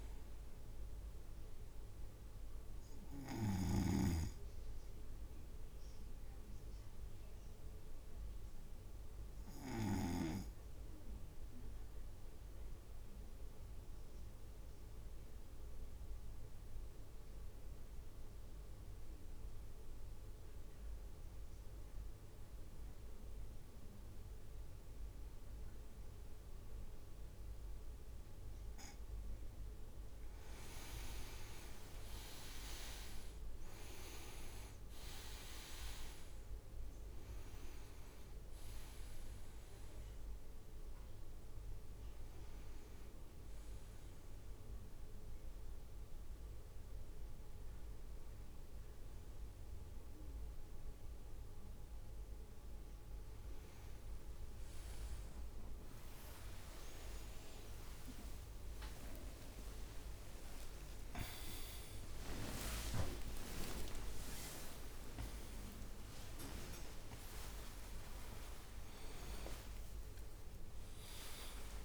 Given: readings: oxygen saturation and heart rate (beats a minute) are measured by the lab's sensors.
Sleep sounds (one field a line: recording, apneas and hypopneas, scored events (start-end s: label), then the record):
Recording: a person partly awake in a sleep study, by a room microphone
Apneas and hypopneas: 1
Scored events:
0.00-4.00 s: snoring (device-marked)
0.00-5.50 s: drop in pulse transit time (device-marked, heart rate 55 extreme)
7.50-29.00 s: obstructive apnea (oxygen 99% before, 95% lowest, heart rate 58 before, 51 extreme, up 10 after)
31.00-34.50 s: leg movement (device-marked)
34.50-46.50 s: drop in pulse transit time (device-marked, heart rate 54 before, 59 extreme)
36.50-71.84 s: new sleep stage, awake
60.50-71.84 s: drop in pulse transit time (device-marked, heart rate 59 before, 69 extreme)
66.50-70.50 s: tachycardia (device-marked, heart rate 55 before, 103 extreme)
70.00-71.84 s: long interval between heartbeats (device-marked, heart rate 67 before, 103 extreme)
From the record:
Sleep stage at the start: N2 (light sleep)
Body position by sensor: on the right side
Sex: male